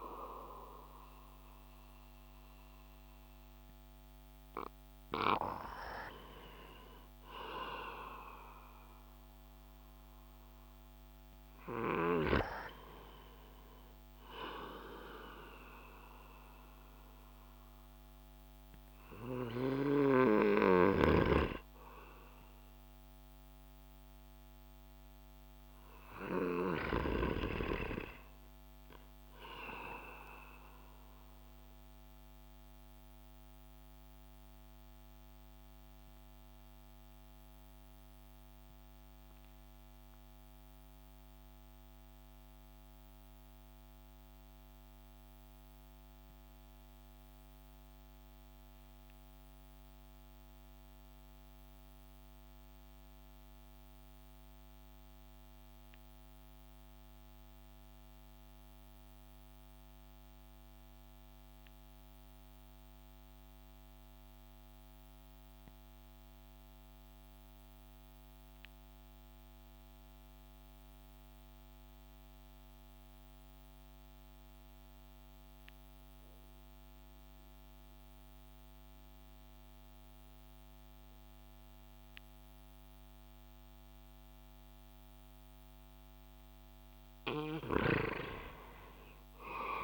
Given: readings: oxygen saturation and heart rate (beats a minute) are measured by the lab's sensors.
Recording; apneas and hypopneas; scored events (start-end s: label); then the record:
breathing in sleep by a microphone on the trachea; 1
0.00-2.00 s: oxygen desaturation (device-marked, oxygen 84% lowest)
0.00-5.00 s: snoring (device-marked)
25.00-28.50 s: arousal
31.50-85.50 s: obstructive apnea (oxygen 95% before, 79% lowest)
58.00-89.84 s: oxygen desaturation (device-marked, oxygen 97% before, 79% lowest)
87.50-89.84 s: arousal
From the record:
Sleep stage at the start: REM sleep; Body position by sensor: on the back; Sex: male